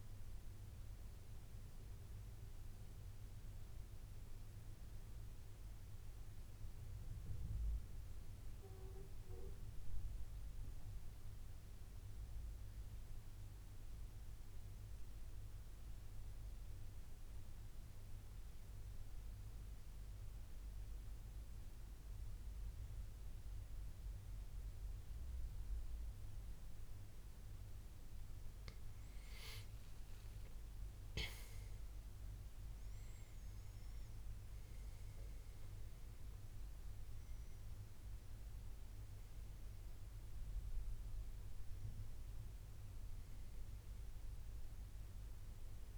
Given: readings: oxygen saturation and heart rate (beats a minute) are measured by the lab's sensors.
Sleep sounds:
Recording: breathing in sleep, hard to hear, by a room microphone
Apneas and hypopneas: 1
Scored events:
14.50-28.50 s: central apnea (oxygen 95% before, 88% lowest, heart rate 74 before, 69 extreme, up 16 after)
30.00-33.00 s: arousal
34.50-45.98 s: oxygen desaturation (device-marked, oxygen 94% before, 88% lowest, heart rate 75 before, 62 extreme)
From the record:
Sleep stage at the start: N2 (light sleep)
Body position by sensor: on the back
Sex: male

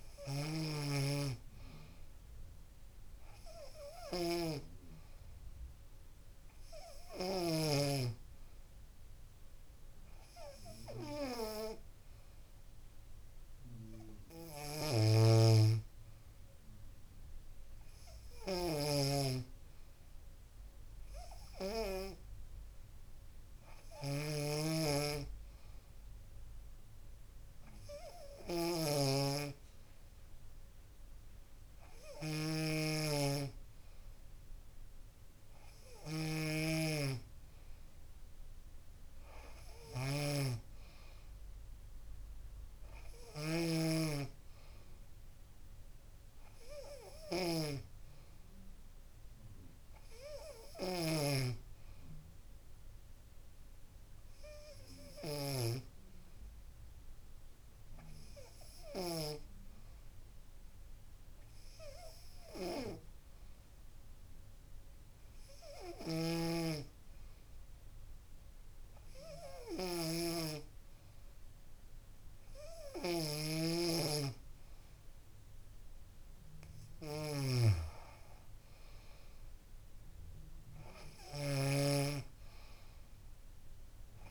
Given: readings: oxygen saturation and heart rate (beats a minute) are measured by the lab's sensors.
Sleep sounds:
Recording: breathing in sleep by a room microphone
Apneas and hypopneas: none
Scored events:
39.00-45.50 s: arousal
45.50-47.50 s: long interval between heartbeats (device-marked, heart rate 74 before, 86 extreme)
47.50-49.50 s: long interval between heartbeats (device-marked, heart rate 75 before, 86 extreme)
From the record:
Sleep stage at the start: N2 (light sleep)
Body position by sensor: on the back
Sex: female

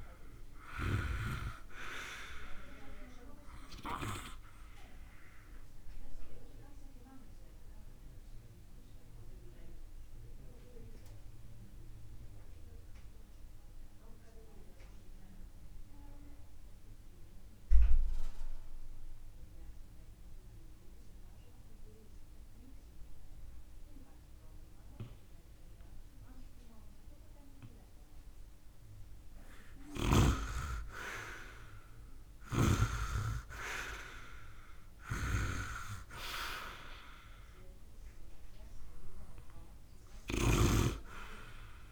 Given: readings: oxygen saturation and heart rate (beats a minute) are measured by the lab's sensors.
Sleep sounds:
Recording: breathing in sleep by a room microphone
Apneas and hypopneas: 1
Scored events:
0.00-1.50 s: snoring (device-marked)
0.00-20.50 s: oxygen desaturation (device-marked, oxygen 86% lowest, heart rate 57 extreme)
4.00-28.50 s: obstructive apnea (oxygen 100% before, 82% lowest, heart rate 62 before, 57 extreme, up 0 after)
26.50-41.92 s: oxygen desaturation (device-marked, oxygen 99% before, 82% lowest, heart rate 68 before, 57 extreme)
30.50-34.00 s: arousal
From the record:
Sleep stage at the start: N2 (light sleep)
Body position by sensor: on the right side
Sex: male

